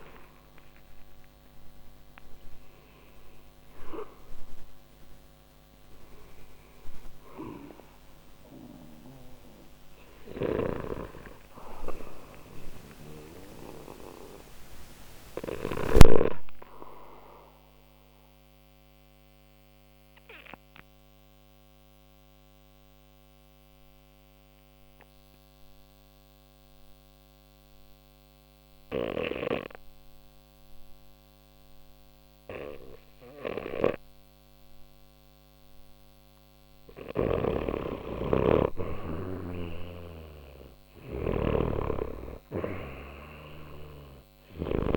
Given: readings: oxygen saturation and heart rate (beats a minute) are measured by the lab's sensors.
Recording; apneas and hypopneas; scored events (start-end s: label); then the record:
breathing in sleep by a microphone on the trachea; 1
0.00-4.00 s: arousal
0.00-25.50 s: oxygen desaturation (device-marked, oxygen 90% lowest, heart rate 59 extreme)
10.00-16.00 s: snoring (device-marked)
12.50-36.50 s: obstructive apnea (oxygen 96% before, 90% lowest, heart rate 63 before, 59 extreme, up 0 after)
37.00-44.97 s: snoring (device-marked)
38.50-44.00 s: arousal
38.50-44.97 s: oxygen desaturation (device-marked, oxygen 97% before, 90% lowest, heart rate 60 before, 59 extreme)
From the record:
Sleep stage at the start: N2 (light sleep); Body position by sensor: on the left side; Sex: male